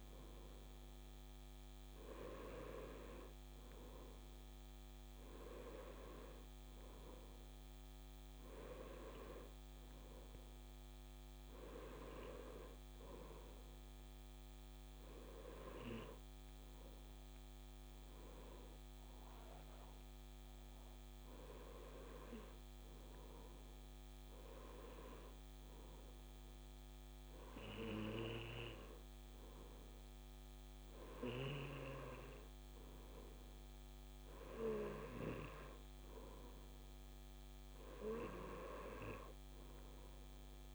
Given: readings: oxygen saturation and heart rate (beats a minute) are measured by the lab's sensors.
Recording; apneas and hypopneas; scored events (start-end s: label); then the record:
breathing in sleep by a microphone on the trachea; none
none scored
From the record:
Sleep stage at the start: N2 (light sleep); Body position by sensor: on the right side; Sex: male